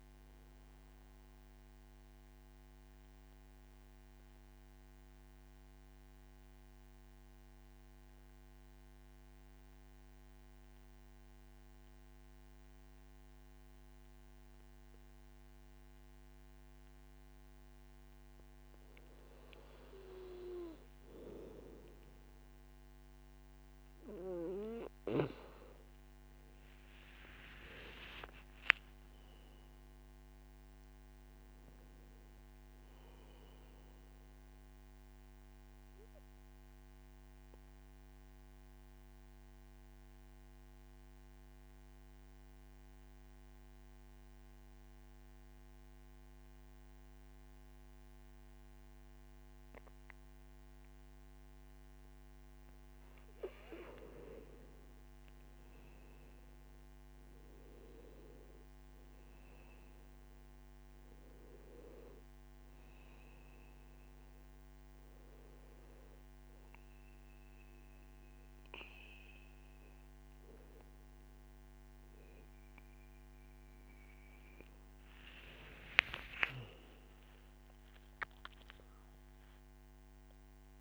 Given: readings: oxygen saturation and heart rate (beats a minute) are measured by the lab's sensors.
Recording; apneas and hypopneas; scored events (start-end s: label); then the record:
breathing in sleep by a microphone on the trachea; 3
0.00-7.00 s: oxygen desaturation (device-marked, oxygen 93% lowest, heart rate 55 extreme)
2.50-19.00 s: mixed apnea (oxygen 99% before, 92% lowest, heart rate 62 before, 52 extreme, up 4 after)
25.00-29.00 s: arousal
25.00-52.00 s: oxygen desaturation (device-marked, oxygen 99% before, 93% lowest, heart rate 57 before, 52 extreme)
35.00-53.00 s: obstructive apnea (oxygen 99% before, 92% lowest, heart rate 59 before, 52 extreme, up 8 after)
54.50-58.00 s: arousal
59.00-80.81 s: oxygen desaturation (device-marked, oxygen 98% before, 92% lowest, heart rate 57 before, 55 extreme)
64.50-75.00 s: hypopnea (oxygen 98% before, 91% lowest, heart rate 59 before, 55 extreme, up 17 after)
76.00-80.81 s: arousal
From the record:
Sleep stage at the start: N2 (light sleep); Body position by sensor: on the back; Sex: male